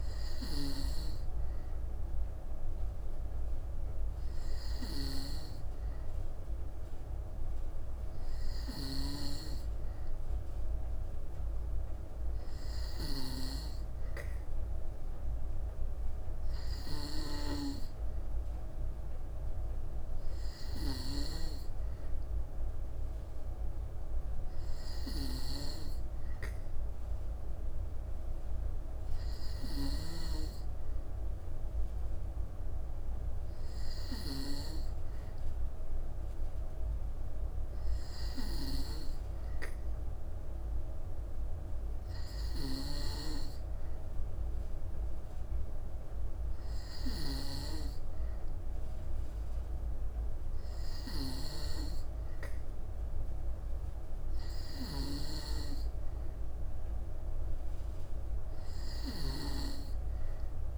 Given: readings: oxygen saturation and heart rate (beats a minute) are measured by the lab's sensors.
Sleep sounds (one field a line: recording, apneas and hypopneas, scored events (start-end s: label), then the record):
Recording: breathing in sleep by a room microphone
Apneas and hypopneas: none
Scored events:
none scored
From the record:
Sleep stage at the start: N2 (light sleep)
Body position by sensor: on the back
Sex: female